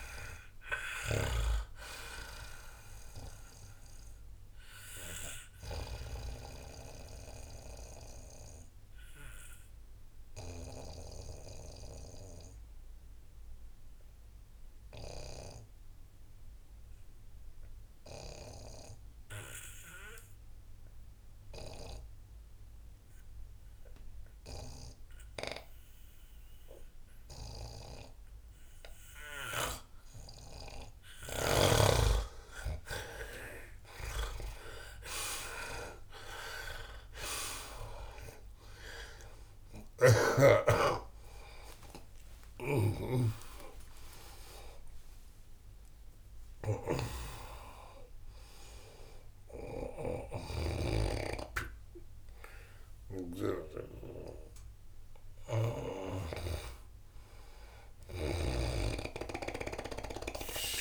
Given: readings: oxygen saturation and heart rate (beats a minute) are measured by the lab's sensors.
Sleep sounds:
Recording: breathing in sleep by a room microphone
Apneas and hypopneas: 1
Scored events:
0.00-1.00 s: snoring (device-marked)
0.00-20.00 s: oxygen desaturation (device-marked, oxygen 87% lowest, heart rate 69 extreme)
6.50-31.00 s: obstructive apnea (oxygen 99% before, 83% lowest, heart rate 76 before, 69 extreme, up 4 after)
30.00-60.00 s: oxygen desaturation (device-marked, oxygen 99% before, 83% lowest, heart rate 76 before, 73 extreme)
32.50-36.00 s: arousal
42.50-60.81 s: snoring (device-marked)
55.00-60.00 s: arousal
From the record:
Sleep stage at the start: N2 (light sleep)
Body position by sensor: on the back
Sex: male

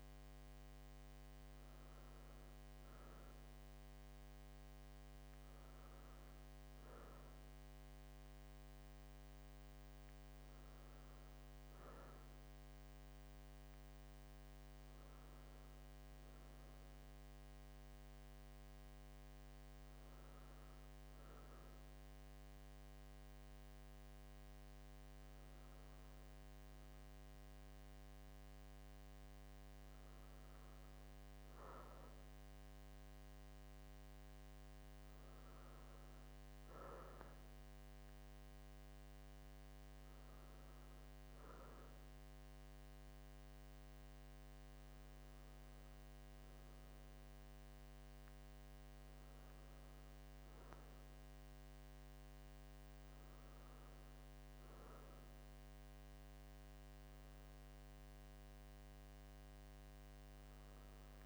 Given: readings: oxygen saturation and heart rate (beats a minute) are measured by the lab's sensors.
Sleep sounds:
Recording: breathing in sleep, hard to hear, by a microphone on the trachea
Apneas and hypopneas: none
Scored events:
none scored
From the record:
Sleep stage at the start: N2 (light sleep)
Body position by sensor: on the left side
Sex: male

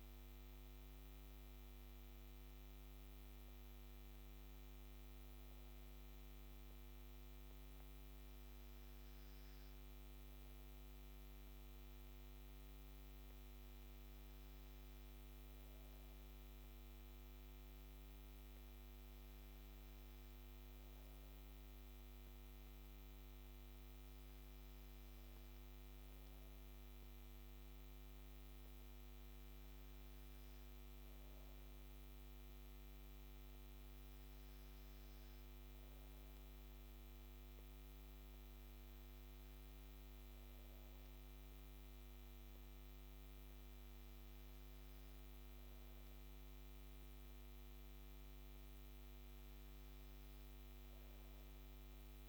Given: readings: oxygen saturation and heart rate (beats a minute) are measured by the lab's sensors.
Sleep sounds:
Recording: breathing in sleep, hard to hear, by a microphone on the trachea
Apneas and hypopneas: none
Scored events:
5.50-9.50 s: arousal
From the record:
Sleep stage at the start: N2 (light sleep)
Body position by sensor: on the back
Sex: female

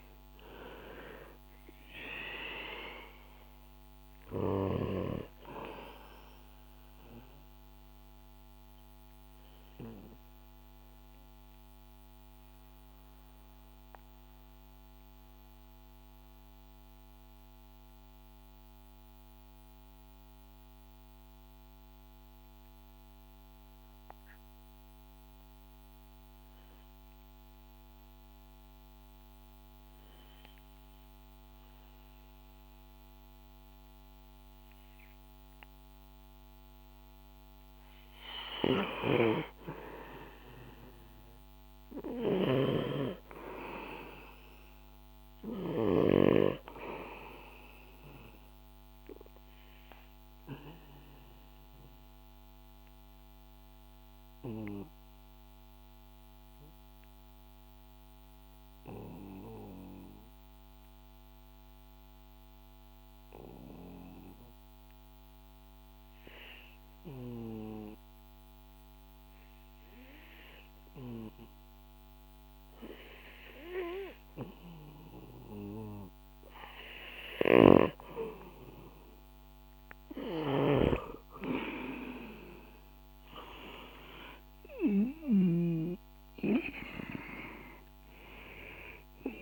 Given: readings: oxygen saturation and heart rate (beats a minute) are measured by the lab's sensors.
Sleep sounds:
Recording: breathing in sleep by a microphone on the trachea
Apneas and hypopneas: 2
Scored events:
0.00-23.00 s: oxygen desaturation (device-marked, oxygen 97% before, 91% lowest, heart rate 63 before, 59 extreme)
8.50-37.00 s: mixed apnea (oxygen 99% before, 91% lowest, heart rate 65 before, 59 extreme, up 5 after)
39.50-44.00 s: arousal
44.00-67.00 s: oxygen desaturation (device-marked, oxygen 97% before, 91% lowest, heart rate 66 before, 61 extreme)
49.00-76.50 s: obstructive apnea (oxygen 99% before, 91% lowest, heart rate 65 before, 61 extreme, up 6 after)
77.00-85.00 s: snoring (device-marked)
79.00-84.00 s: arousal
86.00-89.42 s: oxygen desaturation (device-marked, oxygen 95% before, 92% lowest, heart rate 64 before, 61 extreme)
From the record:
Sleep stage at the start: N2 (light sleep)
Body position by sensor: on the back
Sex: male

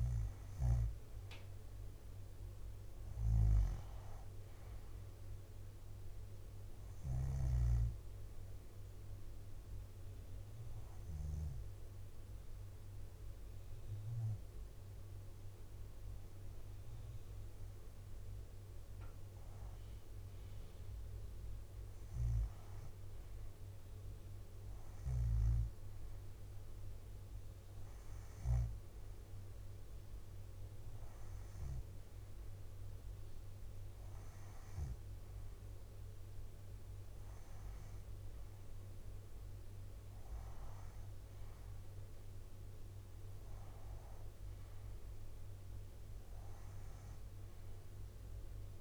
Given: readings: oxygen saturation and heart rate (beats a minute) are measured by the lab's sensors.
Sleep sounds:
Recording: breathing in sleep, hard to hear, by a room microphone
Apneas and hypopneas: 1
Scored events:
0.00-7.50 s: snoring (device-marked)
7.00-17.50 s: hypopnea (oxygen 93% before, 93% lowest, heart rate 65 before, 58 extreme, up 4 after)
19.50-22.50 s: arousal
22.00-24.00 s: leg movement (device-marked)
25.00-28.50 s: snoring (device-marked)
27.00-31.50 s: leg movement (device-marked)
35.50-37.50 s: bradycardia (device-marked, heart rate 65 before, 61 extreme)
From the record:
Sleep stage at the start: N2 (light sleep)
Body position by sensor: on the back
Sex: female

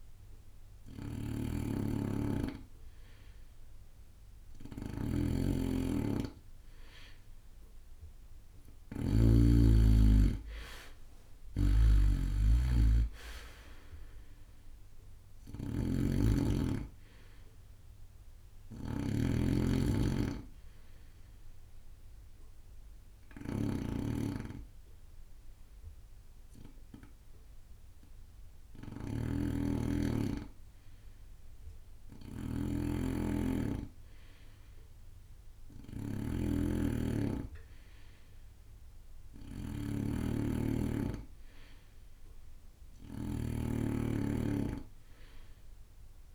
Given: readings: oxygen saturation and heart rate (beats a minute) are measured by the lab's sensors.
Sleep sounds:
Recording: breathing in sleep by a room microphone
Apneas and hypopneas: 1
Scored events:
0.00-9.50 s: snoring (device-marked)
11.50-46.35 s: snoring (device-marked)
15.00-18.50 s: arousal
16.00-18.00 s: long interval between heartbeats (device-marked)
21.00-32.00 s: hypopnea (oxygen 93% before, 90% lowest)
32.00-41.00 s: bradycardia (device-marked)
38.50-42.00 s: arousal
From the record:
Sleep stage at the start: N2 (light sleep)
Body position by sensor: on the right side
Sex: male

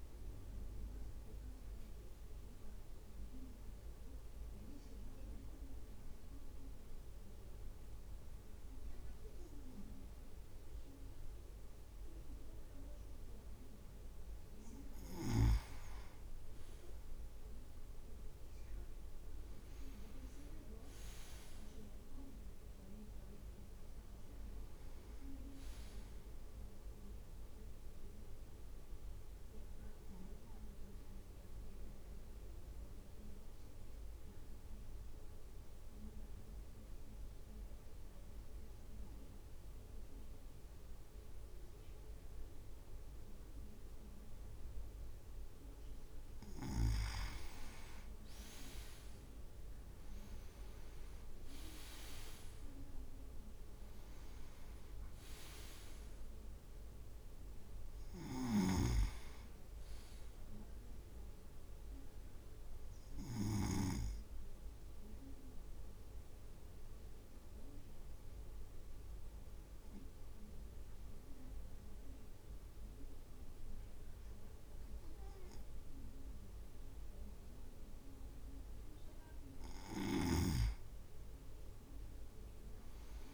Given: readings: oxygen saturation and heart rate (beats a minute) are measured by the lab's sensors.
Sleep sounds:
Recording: breathing in sleep by a room microphone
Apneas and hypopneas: 3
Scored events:
0.00-6.50 s: drop in pulse transit time (device-marked, heart rate 53 extreme)
1.00-14.50 s: mixed apnea (oxygen 98% before, 96% lowest, heart rate 60 before, 50 extreme, up 8 after)
16.00-18.00 s: leg movement (device-marked)
17.00-20.50 s: arousal
19.50-30.50 s: drop in pulse transit time (device-marked, heart rate 57 before, 50 extreme)
29.00-46.00 s: obstructive apnea (oxygen 99% before, 96% lowest, heart rate 57 before, 52 extreme, up 4 after)
47.50-49.50 s: leg movement (device-marked)
49.50-53.00 s: arousal
49.50-62.50 s: drop in pulse transit time (device-marked, heart rate 54 before, 54 extreme)
66.00-79.00 s: obstructive apnea (oxygen 98% before, 96% lowest, heart rate 56 before, 51 extreme, up 6 after)
81.00-82.00 s: leg movement (device-marked)
From the record:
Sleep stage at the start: N2 (light sleep)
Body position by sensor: on the right side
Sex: male

